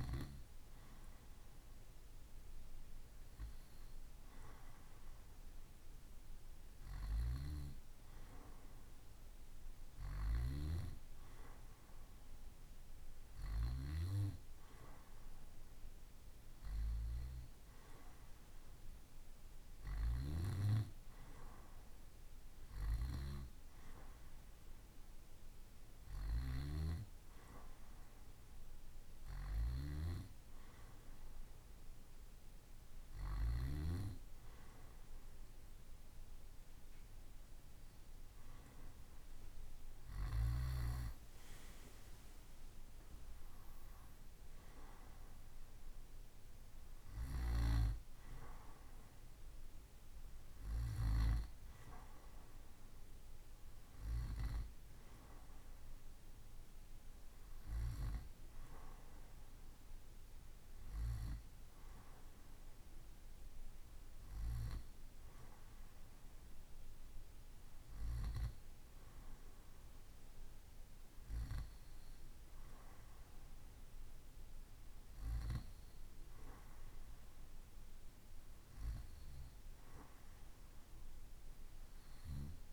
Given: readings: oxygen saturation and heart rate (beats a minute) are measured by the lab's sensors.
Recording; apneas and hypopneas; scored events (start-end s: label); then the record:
breathing in sleep by a room microphone; none
none scored
From the record:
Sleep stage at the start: N2 (light sleep); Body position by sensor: on the right side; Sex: male